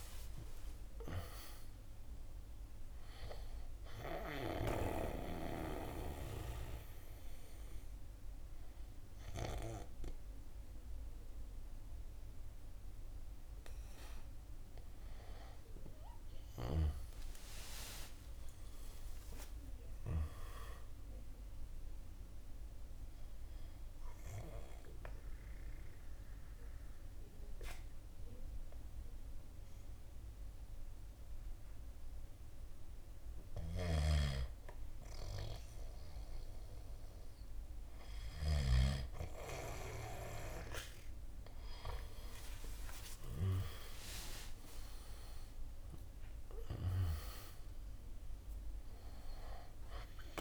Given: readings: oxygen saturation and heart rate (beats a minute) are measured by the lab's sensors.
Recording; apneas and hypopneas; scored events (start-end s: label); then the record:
breathing in sleep by a room microphone; 1
0.00-10.50 s: drop in pulse transit time (device-marked, heart rate 62 extreme)
0.00-19.50 s: oxygen desaturation (device-marked, oxygen 88% lowest, heart rate 52 extreme)
17.00-21.50 s: arousal
22.50-39.50 s: hypopnea (oxygen 94% before, 88% lowest, heart rate 67 before, 58 extreme, up 22 after)
33.50-39.00 s: snoring (device-marked)
42.00-45.50 s: arousal
44.50-50.41 s: drop in pulse transit time (device-marked, heart rate 62 before, 58 extreme)
From the record:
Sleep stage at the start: N2 (light sleep); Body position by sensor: on the back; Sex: male